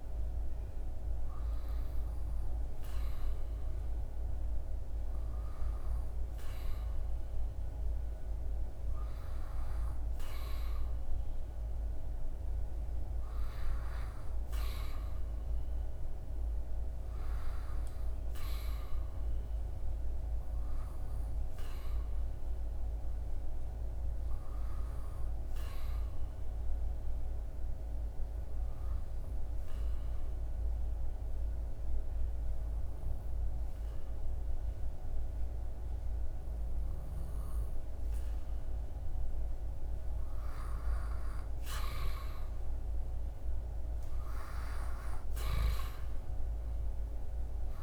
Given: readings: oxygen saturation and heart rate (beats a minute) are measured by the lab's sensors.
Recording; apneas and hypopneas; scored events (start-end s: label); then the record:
breathing in sleep by a room microphone; 1
28.00-39.50 s: obstructive apnea (oxygen 99% before, 93% lowest, heart rate 79 before, 75 extreme, up 2 after)
42.00-46.00 s: arousal
42.50-47.83 s: oxygen desaturation (device-marked, oxygen 97% before, 93% lowest, heart rate 79 before, 75 extreme)
From the record:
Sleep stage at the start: N2 (light sleep); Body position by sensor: on the back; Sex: male